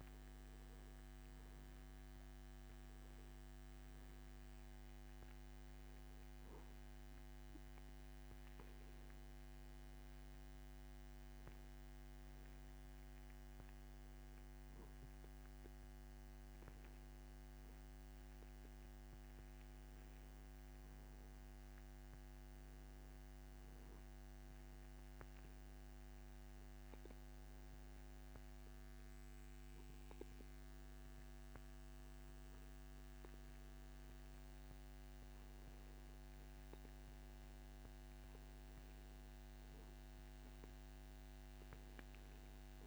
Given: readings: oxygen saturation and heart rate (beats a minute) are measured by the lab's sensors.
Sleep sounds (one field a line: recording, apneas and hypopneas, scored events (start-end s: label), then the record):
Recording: breathing in sleep, hard to hear, by a microphone on the trachea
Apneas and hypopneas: 1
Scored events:
20.50-23.50 s: arousal
26.50-37.50 s: hypopnea (oxygen 94% before, 92% lowest)
40.00-42.87 s: arousal
From the record:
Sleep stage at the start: N2 (light sleep)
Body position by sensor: on the back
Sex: male